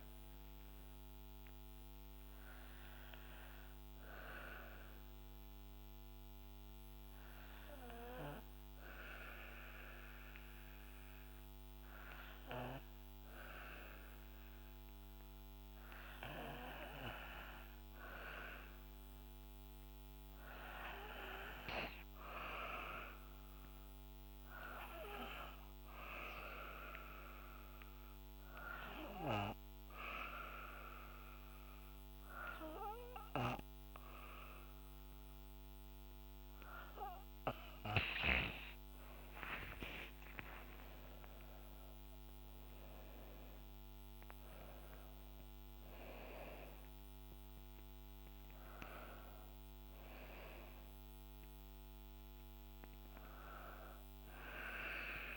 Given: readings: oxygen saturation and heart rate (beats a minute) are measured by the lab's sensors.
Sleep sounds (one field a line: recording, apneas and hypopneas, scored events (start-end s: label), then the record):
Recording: breathing in sleep by a microphone on the trachea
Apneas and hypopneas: 2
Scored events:
4.50-17.50 s: obstructive apnea (oxygen 98% before, 91% lowest, heart rate 65 before, 61 extreme, up 6 after)
20.50-24.00 s: arousal
21.00-34.00 s: oxygen desaturation (device-marked, oxygen 97% before, 92% lowest, heart rate 63 before, 62 extreme)
26.50-39.00 s: obstructive apnea (oxygen 97% before, 91% lowest, heart rate 63 before, 61 extreme, up 8 after)
39.50-43.50 s: arousal
44.00-55.37 s: oxygen desaturation (device-marked, oxygen 95% before, 91% lowest, heart rate 68 before, 60 extreme)
From the record:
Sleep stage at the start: N2 (light sleep)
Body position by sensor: on the back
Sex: female